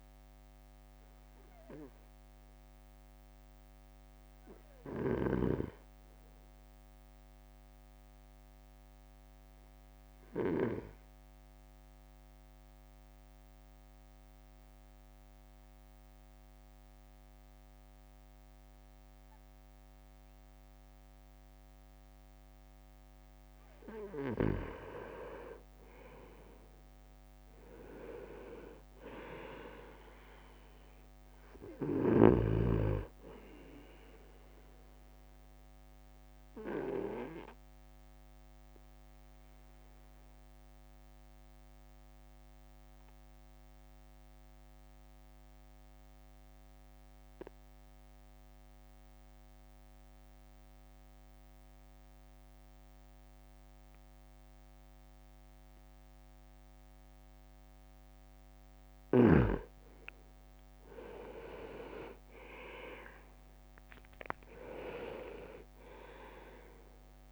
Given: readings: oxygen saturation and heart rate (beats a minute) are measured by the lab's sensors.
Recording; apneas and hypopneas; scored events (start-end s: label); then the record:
breathing in sleep by a microphone on the trachea; 2
0.00-3.00 s: drop in pulse transit time (device-marked, heart rate 54 before, 52 extreme)
8.00-24.50 s: obstructive apnea (oxygen 99% before, 96% lowest, heart rate 56 before, 51 extreme, up 4 after)
27.00-28.00 s: leg movement (device-marked)
27.50-30.50 s: arousal
37.00-58.00 s: obstructive apnea (oxygen 99% before, 96% lowest, heart rate 55 before, 53 extreme, up 7 after)
60.00-61.50 s: leg movement (device-marked)
62.00-65.50 s: arousal
62.50-64.50 s: leg movement (device-marked)
63.00-67.32 s: drop in pulse transit time (device-marked, heart rate 54 before, 54 extreme)
From the record:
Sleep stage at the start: N2 (light sleep); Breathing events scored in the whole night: 399 in 4.6 hours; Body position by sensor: on the right side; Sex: male